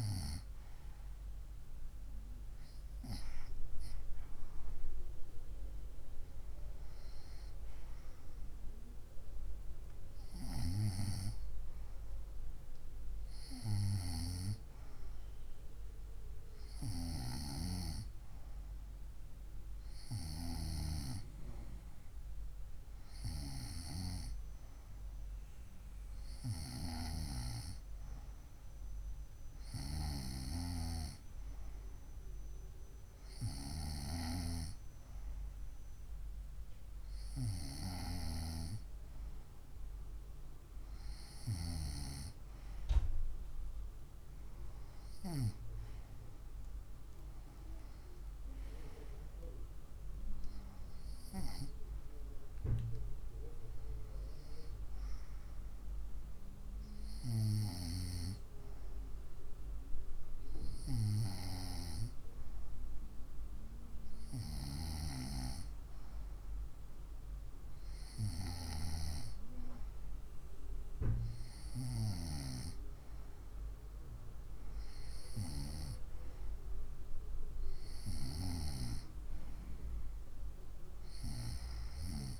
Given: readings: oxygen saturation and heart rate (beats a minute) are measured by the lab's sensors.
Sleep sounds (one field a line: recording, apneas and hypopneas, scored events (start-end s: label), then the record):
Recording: breathing in sleep by a room microphone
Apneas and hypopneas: none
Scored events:
none scored
From the record:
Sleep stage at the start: N2 (light sleep)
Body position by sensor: on the right side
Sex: female